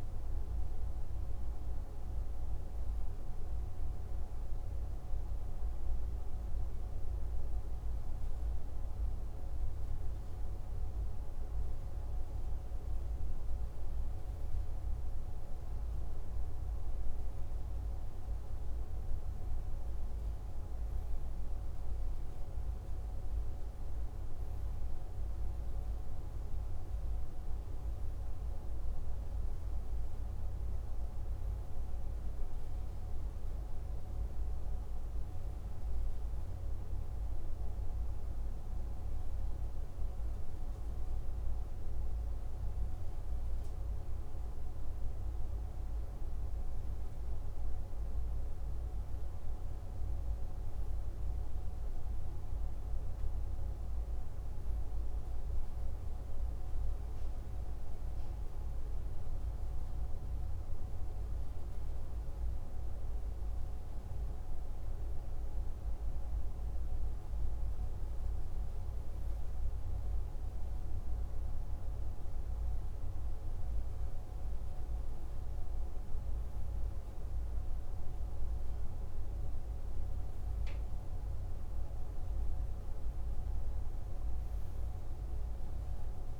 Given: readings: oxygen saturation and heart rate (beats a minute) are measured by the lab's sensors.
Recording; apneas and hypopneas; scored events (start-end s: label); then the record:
breathing in sleep, hard to hear, by a room microphone; none
none scored
From the record:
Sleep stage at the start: N2 (light sleep); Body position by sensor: on the left side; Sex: male